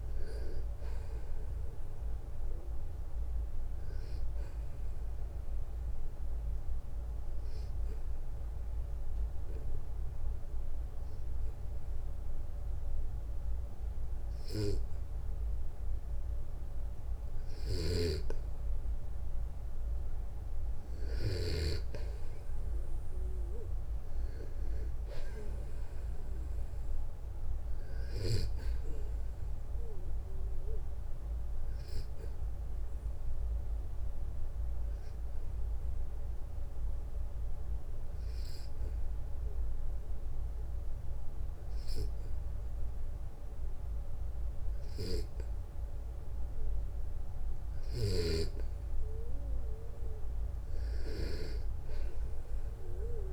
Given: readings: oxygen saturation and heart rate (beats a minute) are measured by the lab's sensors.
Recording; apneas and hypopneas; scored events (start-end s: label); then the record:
breathing in sleep by a room microphone; 2
5.50-16.50 s: obstructive apnea (oxygen 95% before, 92% lowest, heart rate 67 before, 61 extreme, up 4 after)
17.00-21.00 s: snoring (device-marked)
22.00-26.00 s: arousal
32.50-47.50 s: obstructive apnea (oxygen 96% before, 91% lowest, heart rate 65 before, 59 extreme, up 7 after)
44.00-51.00 s: snoring (device-marked)
52.00-53.33 s: arousal
From the record:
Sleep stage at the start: N2 (light sleep); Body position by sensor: on the back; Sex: male